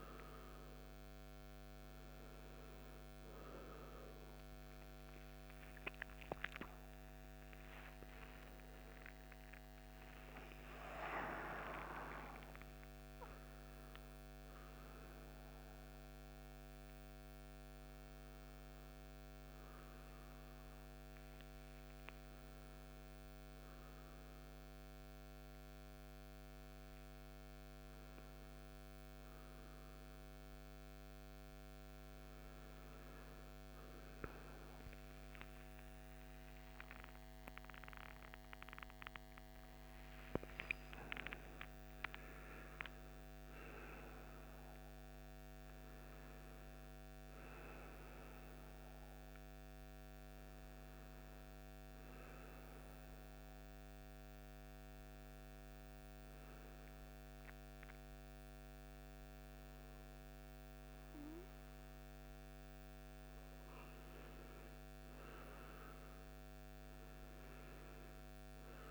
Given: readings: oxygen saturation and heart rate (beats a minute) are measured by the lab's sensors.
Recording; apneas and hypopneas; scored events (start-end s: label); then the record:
a person awake in a sleep study, by a microphone on the trachea; none
47.00-68.91 s: new sleep stage, N1 (lightest sleep)
From the record:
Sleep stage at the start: awake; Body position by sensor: on the right side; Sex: male